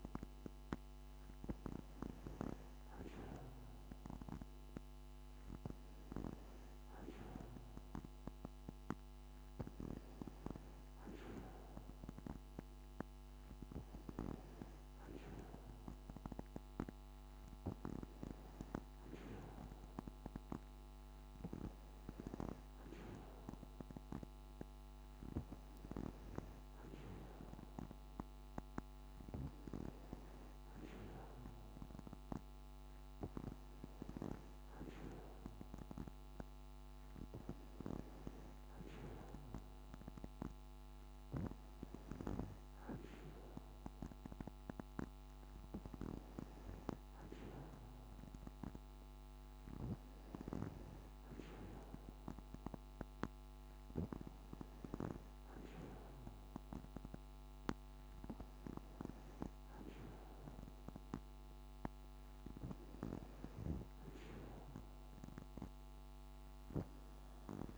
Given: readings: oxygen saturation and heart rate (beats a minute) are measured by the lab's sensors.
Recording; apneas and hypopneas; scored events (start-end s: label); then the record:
breathing in sleep by a microphone on the trachea; none
none scored
From the record:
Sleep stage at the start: N2 (light sleep); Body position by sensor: on the back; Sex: female